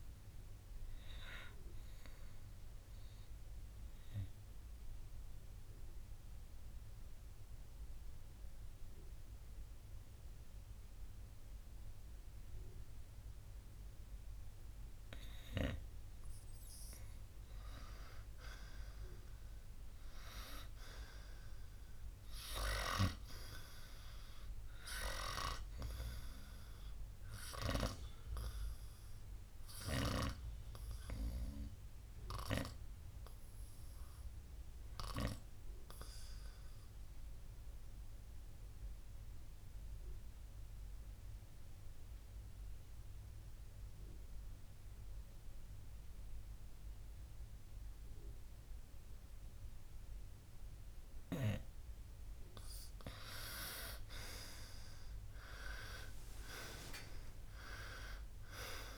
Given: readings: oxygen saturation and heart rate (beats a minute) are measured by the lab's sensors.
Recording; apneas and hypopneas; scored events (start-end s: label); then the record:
breathing in sleep by a room microphone; 2
2.50-15.00 s: obstructive apnea (oxygen 97% before, 91% lowest, heart rate 65 before, 59 extreme, up 4 after)
10.00-21.00 s: oxygen desaturation (device-marked, oxygen 96% before, 92% lowest, heart rate 65 before, 60 extreme)
18.50-22.50 s: arousal
28.00-52.00 s: obstructive apnea (oxygen 96% before, 90% lowest, heart rate 61 before, 62 extreme, up 7 after)
36.00-46.00 s: oxygen desaturation (device-marked, oxygen 96% before, 92% lowest, heart rate 63 before, 62 extreme)
55.00-58.98 s: arousal
From the record:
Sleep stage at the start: N2 (light sleep); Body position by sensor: on the right side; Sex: male